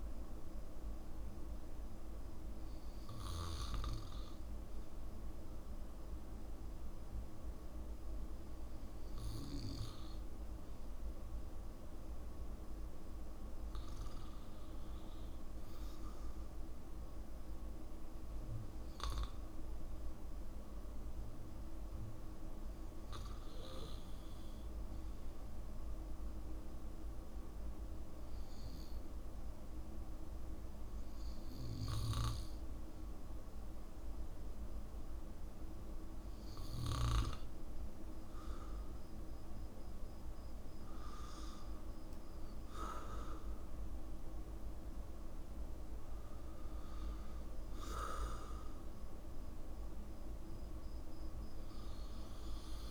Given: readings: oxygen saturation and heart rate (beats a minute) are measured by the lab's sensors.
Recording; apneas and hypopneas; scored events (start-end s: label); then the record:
breathing in sleep by a room microphone; 1
24.50-37.50 s: obstructive apnea (oxygen 96% before, 93% lowest, heart rate 62 before, 58 extreme, up 6 after)
40.50-44.50 s: arousal
From the record:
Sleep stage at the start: N2 (light sleep); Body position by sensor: on the back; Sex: male